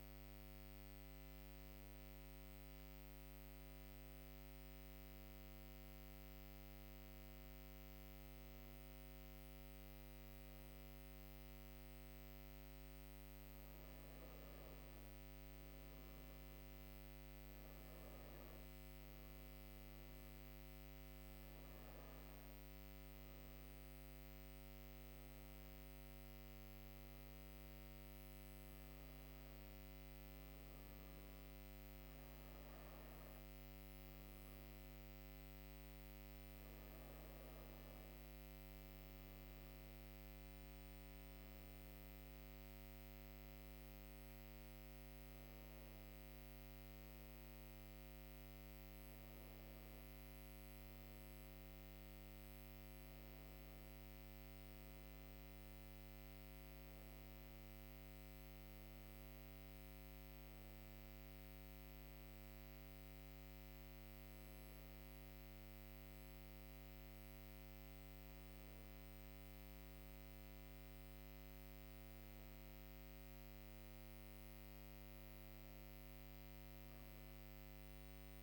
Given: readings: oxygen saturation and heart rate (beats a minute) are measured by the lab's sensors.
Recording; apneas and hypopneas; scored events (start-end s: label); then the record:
breathing in sleep, hard to hear, by a microphone on the trachea; none
36.00-40.00 s: arousal
From the record:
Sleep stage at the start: N2 (light sleep); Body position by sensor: on the right side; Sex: female